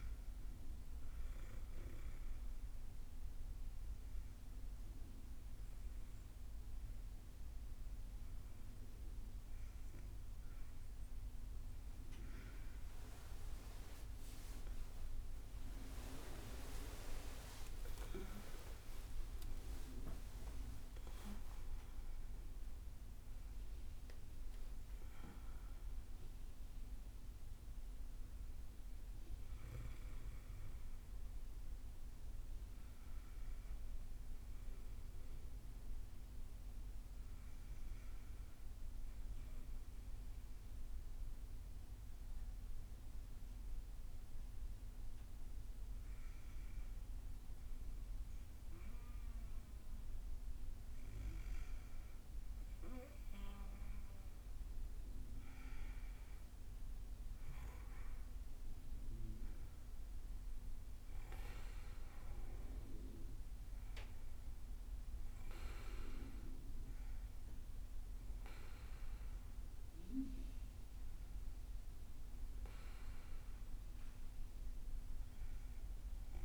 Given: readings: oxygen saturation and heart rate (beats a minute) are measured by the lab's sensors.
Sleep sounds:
breathing in sleep by a room microphone; 2
1.00-11.50 s: obstructive apnea (oxygen 97% before, 95% lowest, heart rate 75 before, 63 extreme, up 34 after)
14.50-20.00 s: arousal
40.00-53.50 s: hypopnea (oxygen 98% before, 95% lowest, heart rate 77 before, 55 extreme, up 19 after)
55.50-59.50 s: arousal
From the record:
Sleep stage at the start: N2 (light sleep); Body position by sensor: on the back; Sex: female

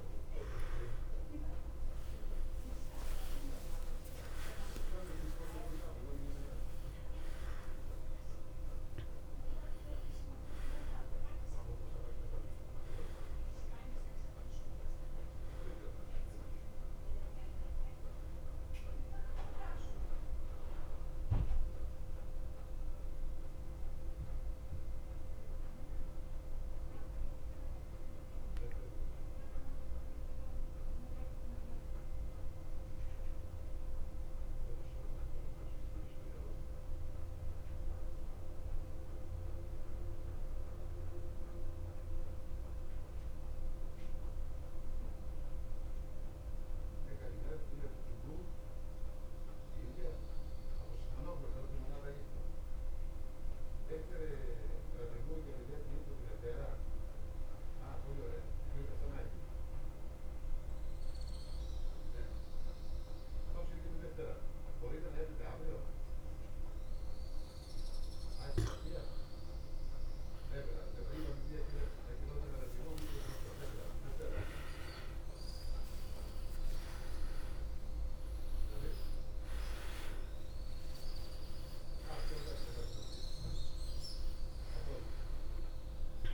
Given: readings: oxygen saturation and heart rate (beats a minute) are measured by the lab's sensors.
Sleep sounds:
breathing in sleep by a room microphone; 1
0.00-2.00 s: arousal
0.00-48.50 s: oxygen desaturation (device-marked, oxygen 86% lowest, heart rate 51 extreme)
25.00-67.50 s: mixed apnea (oxygen 94% before, 86% lowest, heart rate 60 before, 51 extreme, up 24 after)
71.50-86.34 s: oxygen desaturation (device-marked, oxygen 98% before, 88% lowest, heart rate 53 before, 52 extreme)
73.00-79.00 s: arousal
From the record:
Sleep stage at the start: REM sleep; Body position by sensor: on the back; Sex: male

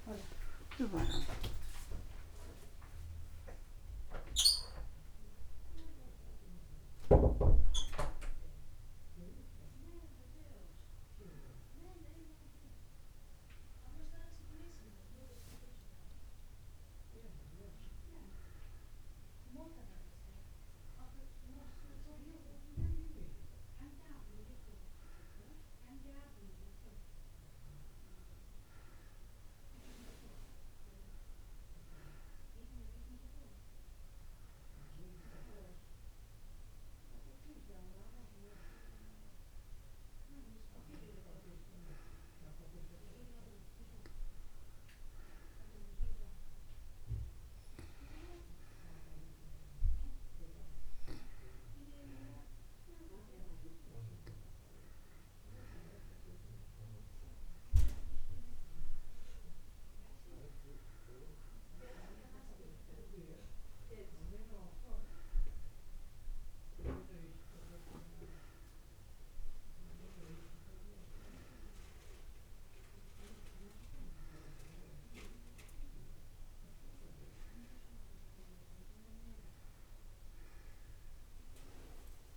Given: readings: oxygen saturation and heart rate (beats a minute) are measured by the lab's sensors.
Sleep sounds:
a person partly awake in a sleep study, by a room microphone; none
20.00-82.37 s: new sleep stage, N2 (light sleep)
From the record:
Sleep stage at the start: awake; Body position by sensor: on the right side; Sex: female

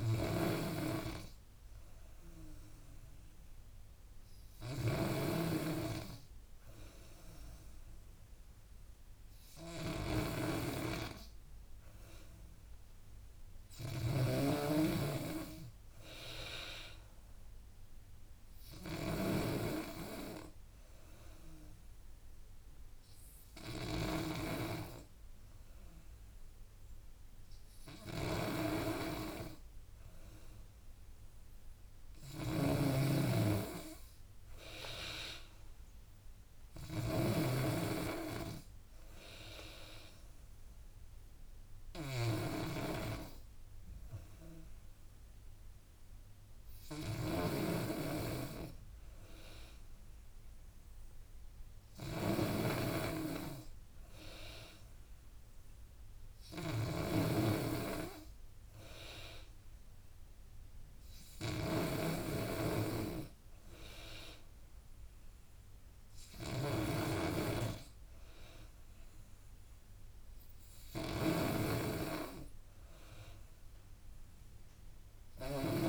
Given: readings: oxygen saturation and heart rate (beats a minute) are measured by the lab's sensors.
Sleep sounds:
breathing in sleep by a room microphone; 1
0.00-4.50 s: oxygen desaturation (device-marked, oxygen 89% lowest, heart rate 72 extreme)
0.00-75.89 s: snoring (device-marked)
6.00-9.00 s: arousal
19.50-31.00 s: hypopnea (oxygen 95% before, 90% lowest, heart rate 79 before, 74 extreme, up 5 after)
32.50-35.50 s: arousal
34.50-45.50 s: drop in pulse transit time (device-marked, heart rate 83 before, 77 extreme)
37.50-52.50 s: oxygen desaturation (device-marked, oxygen 94% before, 90% lowest, heart rate 83 before, 74 extreme)
From the record:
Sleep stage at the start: N2 (light sleep); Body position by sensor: on the back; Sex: female

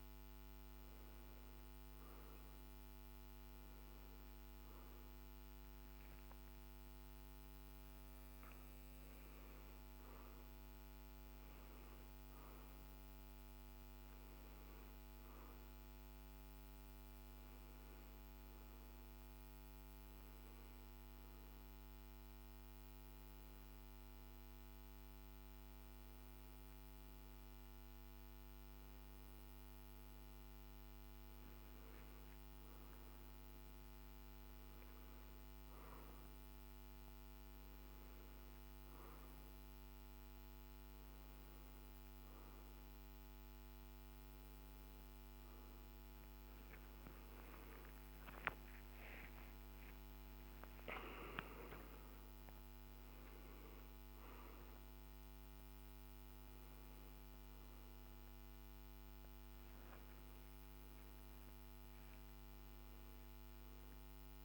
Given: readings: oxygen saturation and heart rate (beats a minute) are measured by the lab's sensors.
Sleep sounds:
a person awake in a sleep study, hard to hear, by a microphone on the trachea; none
59.50-64.45 s: new sleep stage, N1 (lightest sleep)
From the record:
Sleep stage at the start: awake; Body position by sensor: on the back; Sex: male

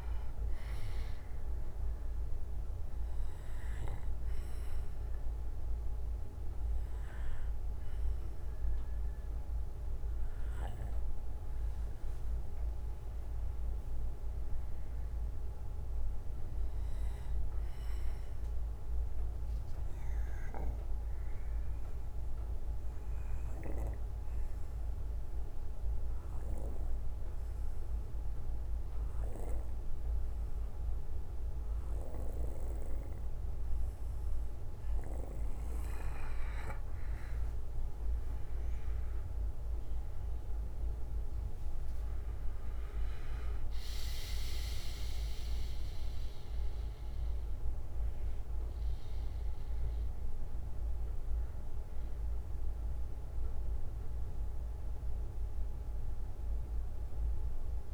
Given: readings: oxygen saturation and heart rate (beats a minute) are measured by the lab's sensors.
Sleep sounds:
breathing in sleep by a room microphone; 2
3.00-5.00 s: bradycardia (device-marked, heart rate 60 before, 59 extreme)
3.50-13.50 s: obstructive apnea (oxygen 97% before, 92% lowest, heart rate 61 before, 53 extreme, up 15 after)
7.00-9.00 s: bradycardia (device-marked, heart rate 60 before, 56 extreme)
15.00-19.00 s: arousal
19.00-22.00 s: bradycardia (device-marked, heart rate 60 before, 60 extreme)
22.50-36.00 s: obstructive apnea (oxygen 96% before, 92% lowest, heart rate 60 before, 46 extreme, up 14 after)
32.50-36.00 s: snoring (device-marked)
40.50-44.50 s: arousal
48.00-50.00 s: bradycardia (device-marked, heart rate 60 before, 61 extreme)
51.00-57.94 s: bradycardia (device-marked, heart rate 60 before, 46 extreme)
From the record:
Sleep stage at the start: N2 (light sleep); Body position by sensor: on the back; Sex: male

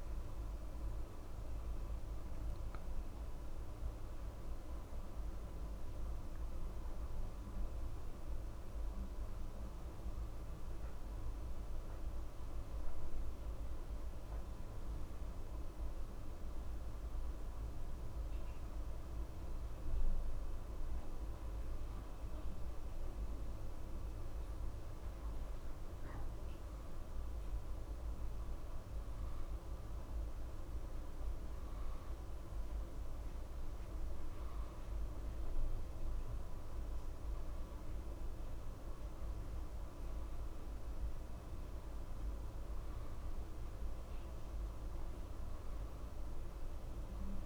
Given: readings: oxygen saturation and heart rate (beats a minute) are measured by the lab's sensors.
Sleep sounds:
a person partly awake in a sleep study, hard to hear, by a room microphone; none
15.50-45.50 s: new sleep stage, N1 (lightest sleep)
45.50-47.46 s: new sleep stage, N2 (light sleep)
From the record:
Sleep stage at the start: awake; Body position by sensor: on the back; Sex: male

